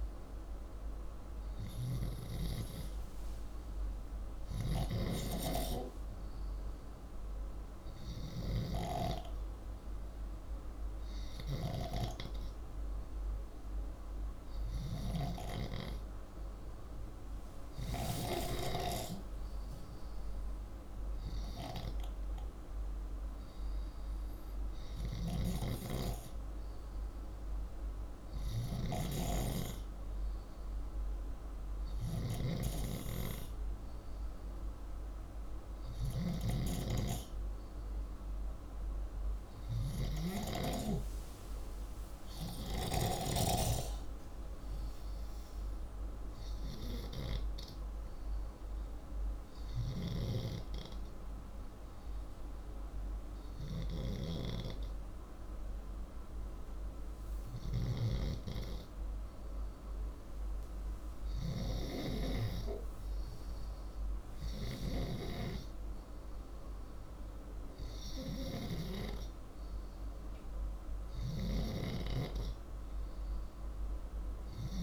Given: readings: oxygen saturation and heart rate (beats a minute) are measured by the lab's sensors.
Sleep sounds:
breathing in sleep by a room microphone; 1
2.50-5.50 s: oxygen desaturation (device-marked, oxygen 100% before, 94% lowest, heart rate 115 before, 104 extreme)
41.50-45.50 s: arousal
49.00-60.00 s: hypopnea (oxygen 96% before, 82% lowest)
59.50-74.82 s: oxygen desaturation (device-marked, oxygen 95% before, 82% lowest)
62.00-65.00 s: arousal
From the record:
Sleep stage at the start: N2 (light sleep); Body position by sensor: upright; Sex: male

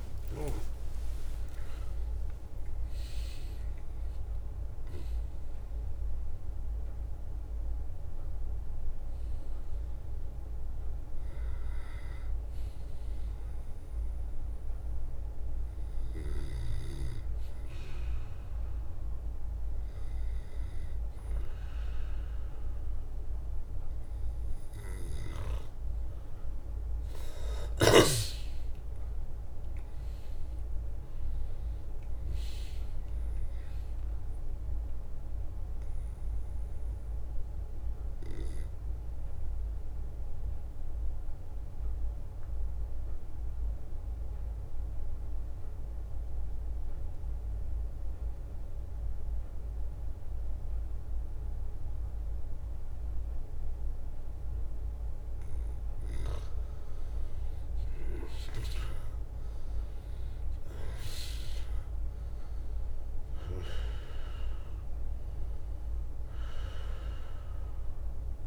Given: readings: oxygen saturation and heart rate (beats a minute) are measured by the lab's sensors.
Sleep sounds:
breathing in sleep by a room microphone; 1
0.00-7.00 s: drop in pulse transit time (device-marked, heart rate 38 extreme)
7.00-13.50 s: leg movement (device-marked)
14.00-19.50 s: leg movement (device-marked)
14.00-25.00 s: bradycardia (device-marked, heart rate 54 before, 57 extreme)
27.00-28.50 s: leg movement (device-marked)
28.00-32.00 s: arousal
38.00-57.00 s: bradycardia (device-marked, heart rate 54 before, 54 extreme)
38.50-55.00 s: mixed apnea (oxygen 100% before, 94% lowest, heart rate 61 before, 54 extreme, up 11 after)
40.50-48.00 s: leg movement (device-marked)
50.50-57.00 s: leg movement (device-marked)
57.50-62.50 s: arousal
59.50-61.00 s: leg movement (device-marked)
60.00-68.47 s: oxygen desaturation (device-marked, oxygen 99% before, 94% lowest, heart rate 55 before, 57 extreme)
62.00-64.00 s: leg movement (device-marked)
From the record:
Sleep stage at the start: N2 (light sleep); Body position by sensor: on the back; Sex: male

